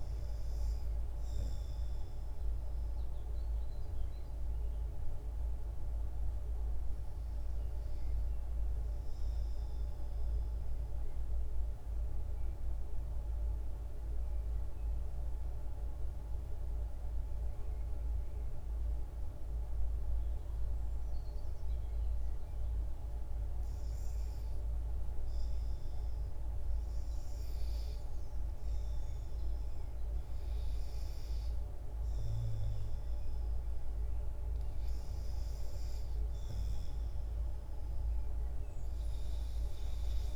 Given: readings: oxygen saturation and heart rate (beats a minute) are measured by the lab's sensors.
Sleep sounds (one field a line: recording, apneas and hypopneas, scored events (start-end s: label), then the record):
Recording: breathing in sleep, hard to hear, by a room microphone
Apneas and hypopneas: 1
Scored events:
0.00-11.50 s: oxygen desaturation (device-marked, oxygen 84% lowest, heart rate 55 extreme)
8.50-23.50 s: obstructive apnea (oxygen 94% before, 84% lowest, heart rate 62 before, 55 extreme, up 2 after)
26.00-31.00 s: arousal
26.50-40.36 s: oxygen desaturation (device-marked, oxygen 96% before, 89% lowest, heart rate 56 before, 58 extreme)
From the record:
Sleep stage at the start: REM sleep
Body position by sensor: on the back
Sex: female